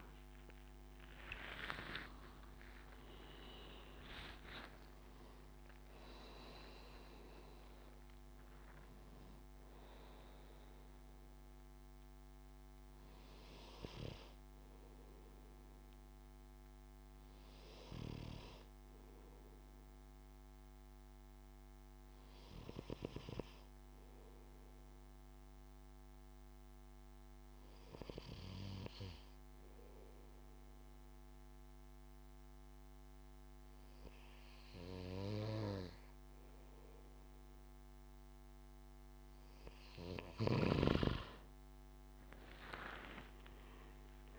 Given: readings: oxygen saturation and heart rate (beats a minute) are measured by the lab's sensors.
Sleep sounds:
breathing in sleep by a microphone on the trachea; 1
0.00-3.00 s: arousal
0.00-23.50 s: oxygen desaturation (device-marked, oxygen 87% lowest, heart rate 64 extreme)
18.50-39.00 s: obstructive apnea (oxygen 96% before, 88% lowest, heart rate 81 before, 60 extreme, up 12 after)
42.00-44.39 s: arousal
From the record:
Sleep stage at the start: N2 (light sleep); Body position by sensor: on the back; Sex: male

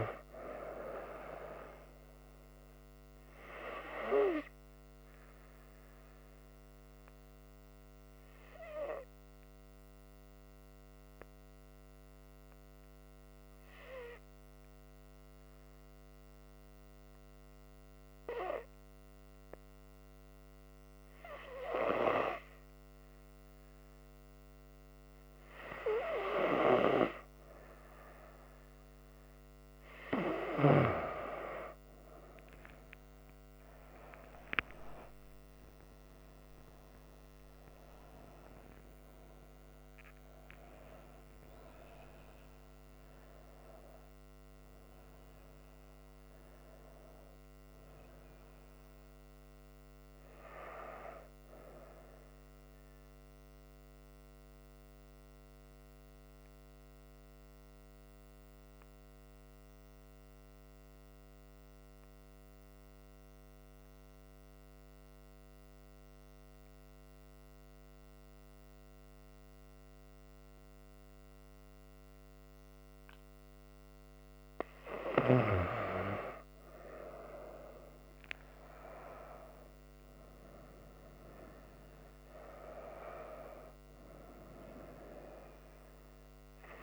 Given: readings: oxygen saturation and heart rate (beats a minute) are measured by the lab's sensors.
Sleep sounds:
breathing in sleep by a microphone on the trachea; 3
8.00-27.50 s: hypopnea (oxygen 100% before, 93% lowest, heart rate 67 before, 64 extreme, up 14 after)
18.50-33.50 s: oxygen desaturation (device-marked, oxygen 97% before, 93% lowest, heart rate 65 before, 63 extreme)
33.00-38.00 s: arousal
47.50-63.50 s: obstructive apnea (oxygen 99% before, 95% lowest, heart rate 67 before, 64 extreme, up 6 after)
54.00-74.50 s: obstructive apnea (oxygen 98% before, 95% lowest, heart rate 78 before, 62 extreme, up 11 after)
76.50-80.50 s: arousal
From the record:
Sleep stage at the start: N2 (light sleep); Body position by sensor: on the front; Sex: female

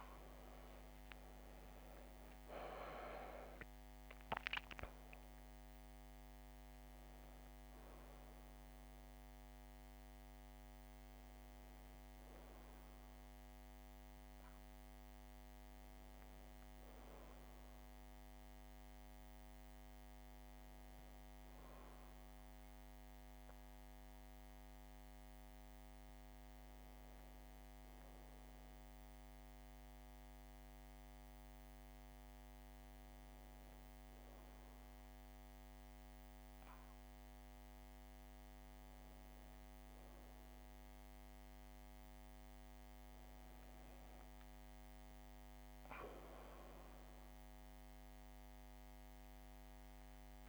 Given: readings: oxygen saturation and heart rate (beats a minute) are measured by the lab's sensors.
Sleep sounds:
a person awake in a sleep study, hard to hear, by a microphone on the trachea; none
none scored
From the record:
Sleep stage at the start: awake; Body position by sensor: on the back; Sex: female

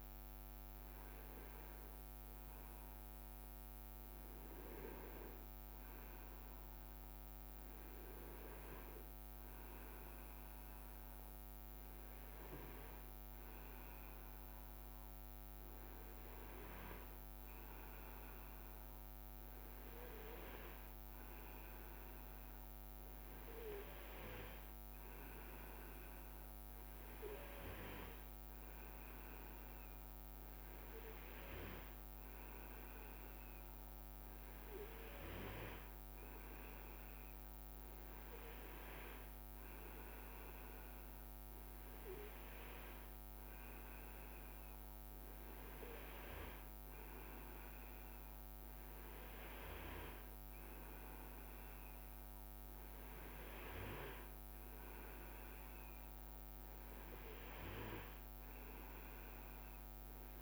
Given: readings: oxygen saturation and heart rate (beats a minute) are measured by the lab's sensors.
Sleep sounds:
breathing in sleep by a microphone on the trachea; none
none scored
From the record:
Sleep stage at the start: N2 (light sleep); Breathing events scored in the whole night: 186 in 6.1 hours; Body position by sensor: on the right side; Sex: male

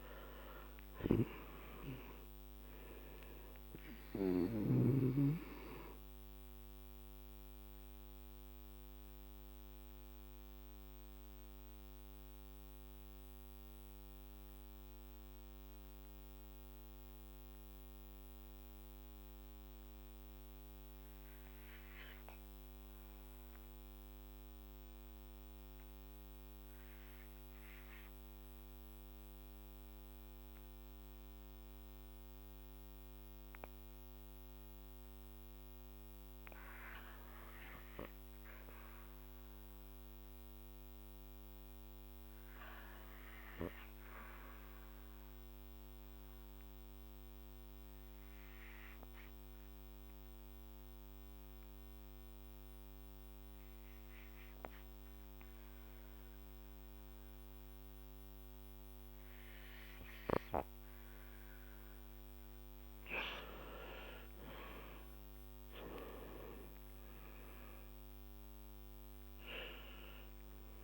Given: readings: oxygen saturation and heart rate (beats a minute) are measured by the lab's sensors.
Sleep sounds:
breathing in sleep by a microphone on the trachea; 2
0.00-2.50 s: arousal
8.00-34.00 s: mixed apnea (oxygen 98% before, 85% lowest, heart rate 53 before, 44 extreme, up 0 after)
24.00-56.00 s: oxygen desaturation (device-marked, oxygen 97% before, 85% lowest, heart rate 50 before, 46 extreme)
36.50-39.50 s: arousal
46.00-60.50 s: obstructive apnea (oxygen 97% before, 87% lowest, heart rate 47 before, 48 extreme, up 11 after)
63.50-67.00 s: arousal
68.00-70.84 s: new sleep stage, REM sleep
From the record:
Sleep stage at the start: N2 (light sleep); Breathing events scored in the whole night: 329 in 3.8 hours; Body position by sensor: on the back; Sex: male

